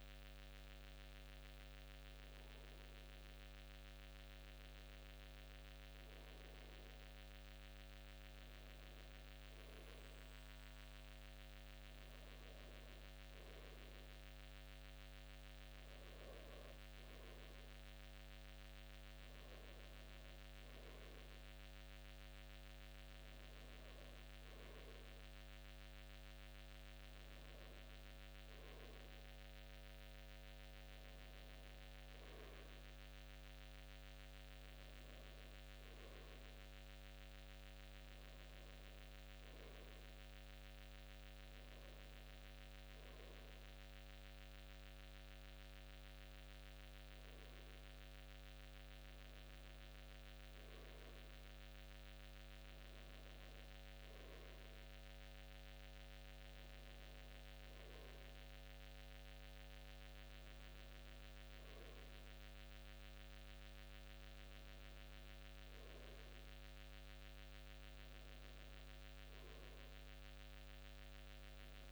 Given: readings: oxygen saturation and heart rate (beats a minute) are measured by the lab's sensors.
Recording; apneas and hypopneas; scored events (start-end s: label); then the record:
breathing in sleep, hard to hear, by a microphone on the trachea; none
none scored
From the record:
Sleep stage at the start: N2 (light sleep); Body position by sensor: on the back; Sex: male